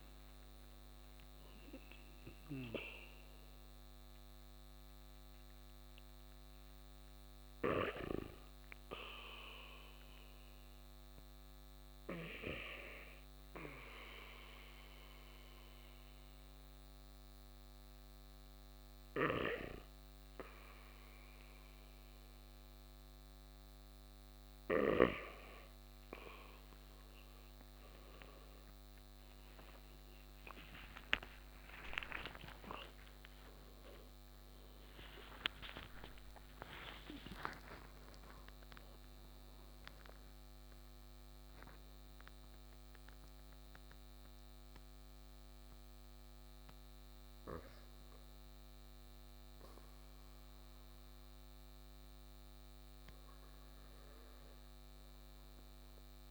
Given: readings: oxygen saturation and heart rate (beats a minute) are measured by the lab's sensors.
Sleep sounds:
breathing in sleep by a microphone on the trachea; none
26.50-33.50 s: tachycardia (device-marked, heart rate 59 before, 144 extreme)
30.50-36.00 s: arousal
From the record:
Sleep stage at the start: N2 (light sleep); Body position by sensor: on the back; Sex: male

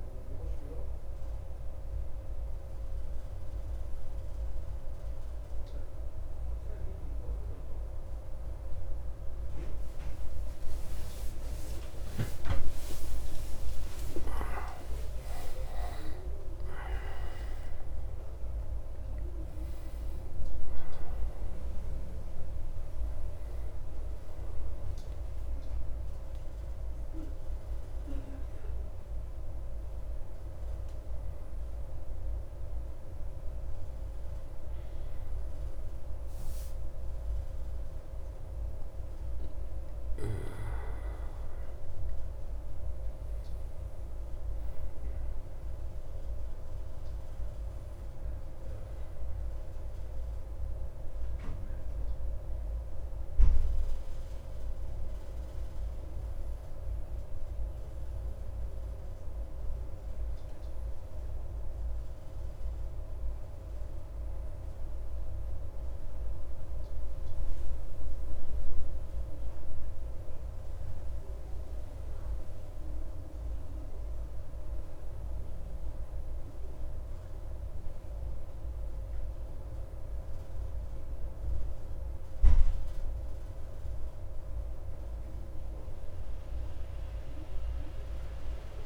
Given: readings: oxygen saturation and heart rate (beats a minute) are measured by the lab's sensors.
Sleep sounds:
a person partly awake in a sleep study, hard to hear, by a room microphone; none
8.50-88.86 s: new sleep stage, N1 (lightest sleep)
From the record:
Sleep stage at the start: awake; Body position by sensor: on the back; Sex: male

